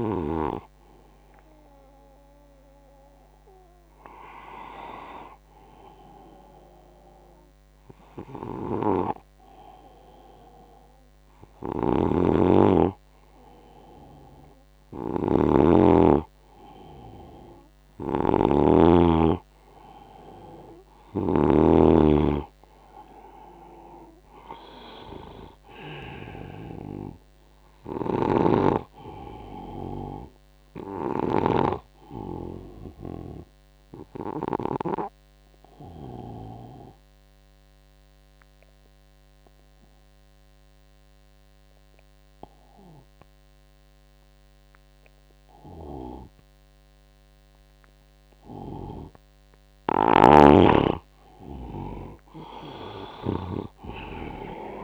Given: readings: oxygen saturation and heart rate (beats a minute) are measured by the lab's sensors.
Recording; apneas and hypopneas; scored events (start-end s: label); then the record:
a person partly awake in a sleep study, by a microphone on the trachea; 2
1.00-12.50 s: hypopnea (heart rate 77 before, 67 extreme, up 6 after)
11.00-21.00 s: snoring (device-marked)
17.00-20.50 s: arousal
20.00-38.00 s: oxygen desaturation (device-marked, oxygen 98% before, 94% lowest, heart rate 75 before, 67 extreme)
27.50-34.50 s: snoring (device-marked)
34.00-49.50 s: obstructive apnea
38.00-54.84 s: new sleep stage, awake
From the record:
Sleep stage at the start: N2 (light sleep); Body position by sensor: on the right side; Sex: male